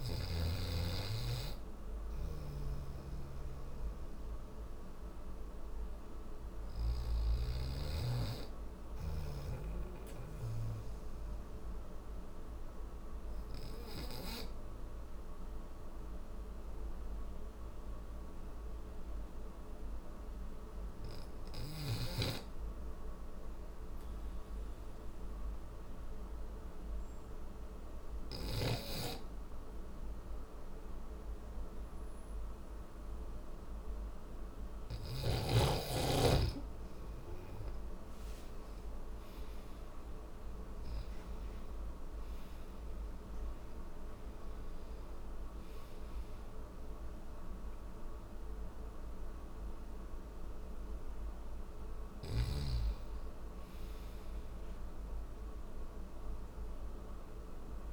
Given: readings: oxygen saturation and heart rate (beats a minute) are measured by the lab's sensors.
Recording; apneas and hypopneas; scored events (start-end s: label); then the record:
breathing in sleep by a room microphone; none
0.00-2.00 s: oxygen desaturation (device-marked, oxygen 95% lowest)
1.00-6.00 s: snoring (device-marked)
56.00-57.92 s: new sleep stage, N1 (lightest sleep)
From the record:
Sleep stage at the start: N3 (deep sleep); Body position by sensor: on the back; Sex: male